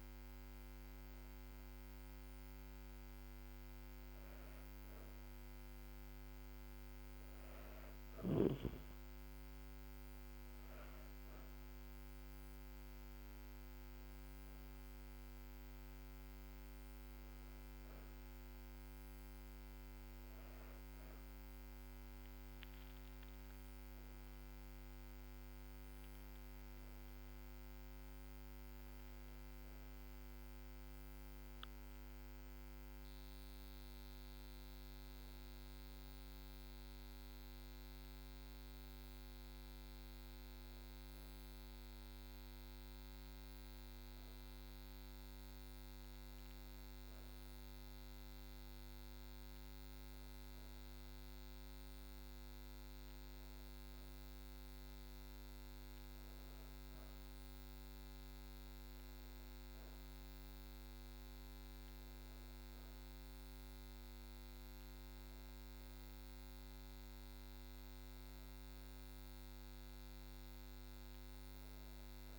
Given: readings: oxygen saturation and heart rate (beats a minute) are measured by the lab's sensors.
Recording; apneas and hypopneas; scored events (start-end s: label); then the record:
breathing in sleep, hard to hear, by a microphone on the trachea; none
none scored
From the record:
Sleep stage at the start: N2 (light sleep); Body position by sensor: on the back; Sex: female